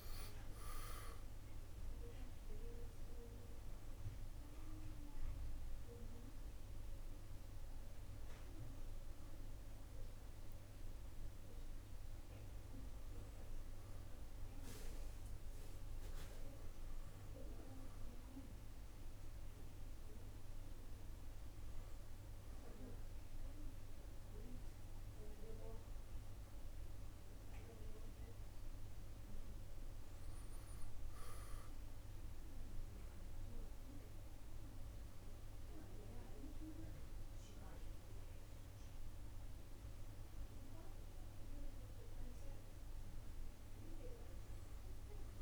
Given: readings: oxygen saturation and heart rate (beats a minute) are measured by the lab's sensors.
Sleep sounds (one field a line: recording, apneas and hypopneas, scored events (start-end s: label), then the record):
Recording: breathing in sleep by a room microphone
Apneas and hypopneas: none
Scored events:
none scored
From the record:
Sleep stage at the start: N1 (lightest sleep)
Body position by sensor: on the back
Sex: male